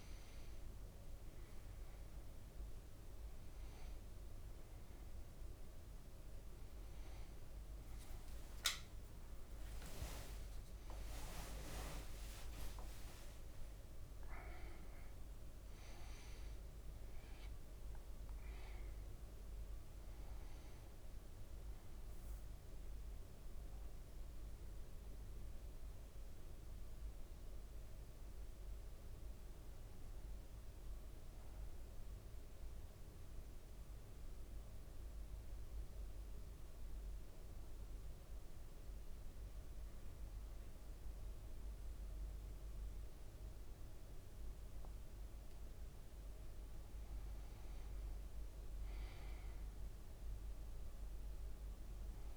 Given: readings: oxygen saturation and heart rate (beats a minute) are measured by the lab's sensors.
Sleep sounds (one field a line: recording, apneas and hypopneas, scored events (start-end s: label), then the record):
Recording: a person partly awake in a sleep study, by a room microphone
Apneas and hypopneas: 1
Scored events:
8.50-16.00 s: leg movement (device-marked)
24.00-52.37 s: new sleep stage, N1 (lightest sleep)
35.00-46.50 s: central apnea (oxygen 99% before, 95% lowest, heart rate 63 before, 56 extreme, up 1 after)
From the record:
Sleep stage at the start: awake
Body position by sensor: on the back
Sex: male